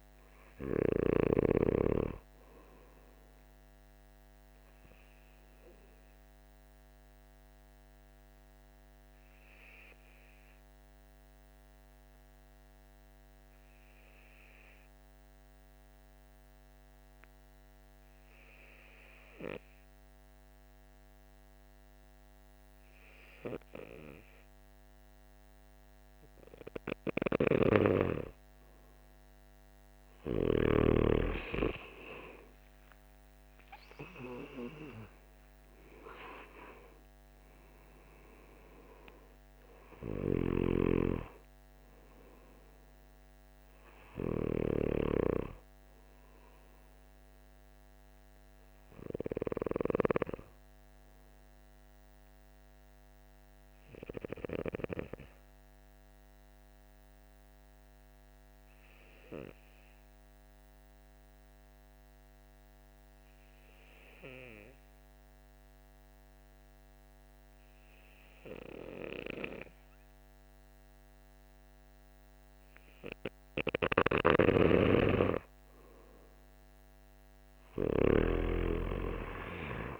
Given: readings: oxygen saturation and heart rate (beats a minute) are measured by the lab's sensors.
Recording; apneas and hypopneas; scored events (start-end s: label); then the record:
breathing in sleep by a microphone on the trachea; 2
0.00-18.00 s: oxygen desaturation (device-marked, oxygen 90% lowest, heart rate 47 extreme)
8.00-25.50 s: hypopnea (oxygen 99% before, 90% lowest, heart rate 53 before, 47 extreme, up 7 after)
27.00-30.50 s: snoring (device-marked)
29.50-34.00 s: arousal
30.00-56.00 s: oxygen desaturation (device-marked, oxygen 98% before, 90% lowest, heart rate 48 before, 48 extreme)
58.00-73.00 s: hypopnea (oxygen 98% before, 89% lowest, heart rate 52 before, 49 extreme, up 5 after)
74.00-78.00 s: snoring (device-marked)
74.00-80.00 s: oxygen desaturation (device-marked, oxygen 98% before, 89% lowest, heart rate 49 before, 49 extreme)
74.50-78.50 s: arousal
From the record:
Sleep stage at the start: N2 (light sleep); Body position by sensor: on the back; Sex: male